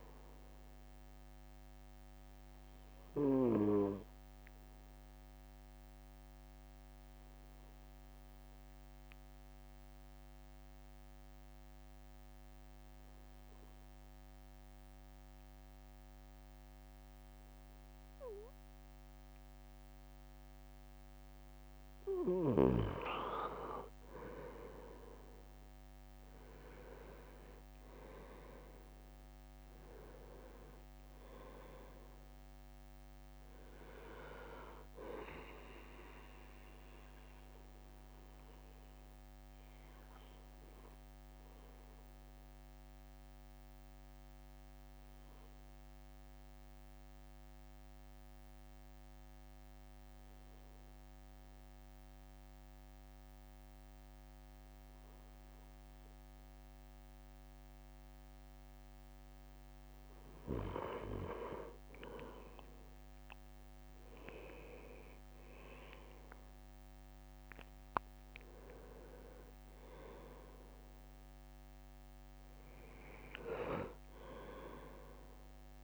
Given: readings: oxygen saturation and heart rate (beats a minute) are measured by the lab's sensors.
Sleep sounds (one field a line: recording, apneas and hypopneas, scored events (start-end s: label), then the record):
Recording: breathing in sleep by a microphone on the trachea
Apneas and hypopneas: 2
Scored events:
0.50-21.00 s: obstructive apnea (oxygen 99% before, 97% lowest)
27.00-31.00 s: arousal
27.50-29.50 s: leg movement (device-marked)
37.50-60.00 s: obstructive apnea (oxygen 99% before, 97% lowest)
62.50-67.50 s: arousal
63.50-66.00 s: leg movement (device-marked)
From the record:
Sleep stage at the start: N2 (light sleep)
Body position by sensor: on the right side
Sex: male